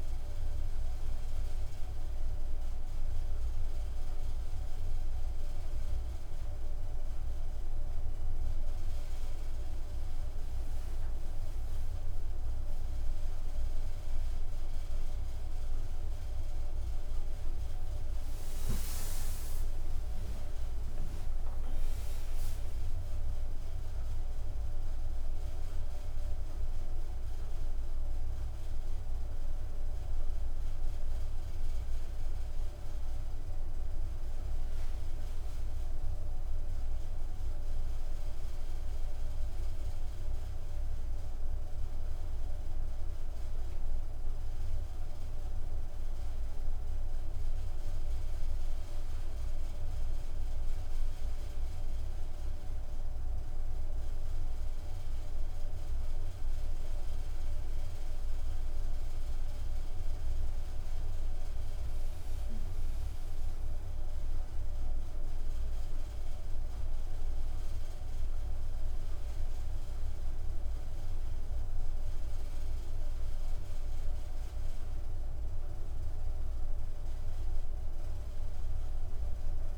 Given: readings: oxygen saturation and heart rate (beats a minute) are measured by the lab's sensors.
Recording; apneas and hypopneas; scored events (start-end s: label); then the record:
breathing in sleep, hard to hear, by a room microphone; none
19.00-24.00 s: arousal
From the record:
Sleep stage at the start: N2 (light sleep); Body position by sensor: on the back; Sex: female